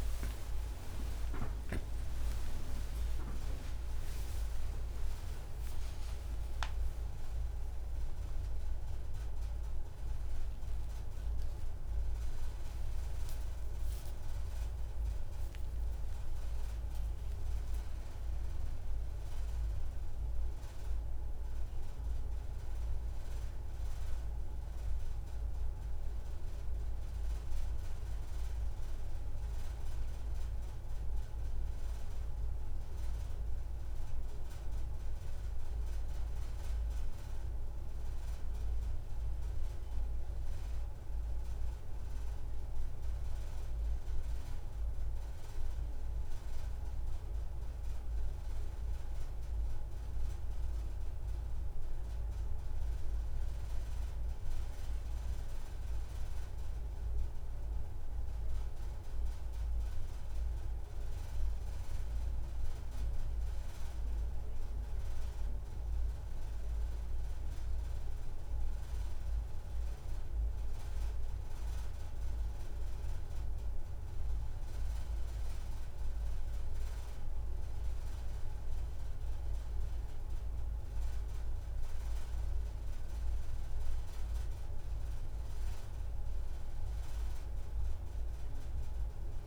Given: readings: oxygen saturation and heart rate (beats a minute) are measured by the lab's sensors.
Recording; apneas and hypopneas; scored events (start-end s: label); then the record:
breathing in sleep, hard to hear, by a room microphone; 1
0.00-2.00 s: long interval between heartbeats (device-marked, heart rate 30 before, 62 extreme)
0.00-4.50 s: arousal
4.00-6.00 s: long interval between heartbeats (device-marked, heart rate 31 before, 87 extreme)
7.00-9.00 s: long interval between heartbeats (device-marked, heart rate 42 before, 107 extreme)
13.00-15.00 s: long interval between heartbeats (device-marked, heart rate 69 before, 30 extreme)
13.00-17.50 s: arousal
16.00-18.00 s: long interval between heartbeats (device-marked, heart rate 75 before, 85 extreme)
38.50-89.47 s: new sleep stage, N2 (light sleep)
55.50-58.00 s: arousal
60.00-71.00 s: central apnea (oxygen 97% before, 93% lowest)
73.50-77.00 s: arousal
84.50-89.47 s: oxygen desaturation (device-marked, oxygen 96% before, 93% lowest)
From the record:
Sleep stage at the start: N1 (lightest sleep); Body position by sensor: on the back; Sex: female